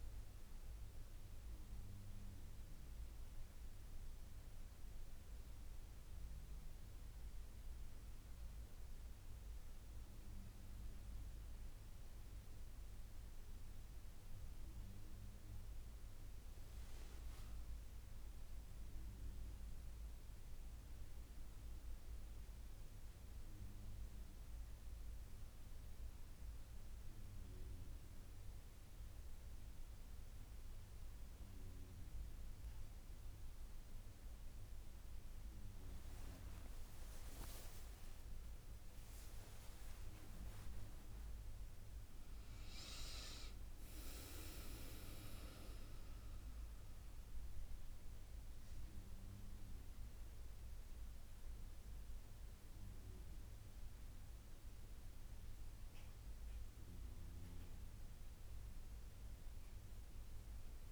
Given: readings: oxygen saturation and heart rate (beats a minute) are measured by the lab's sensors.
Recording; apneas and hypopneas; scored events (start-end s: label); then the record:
breathing in sleep, hard to hear, by a room microphone; none
0.00-8.00 s: drop in pulse transit time (device-marked, heart rate 77 extreme)
36.50-41.50 s: arousal
41.00-53.00 s: drop in pulse transit time (device-marked, heart rate 78 before, 72 extreme)
From the record:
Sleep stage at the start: N1 (lightest sleep); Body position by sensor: on the right side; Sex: female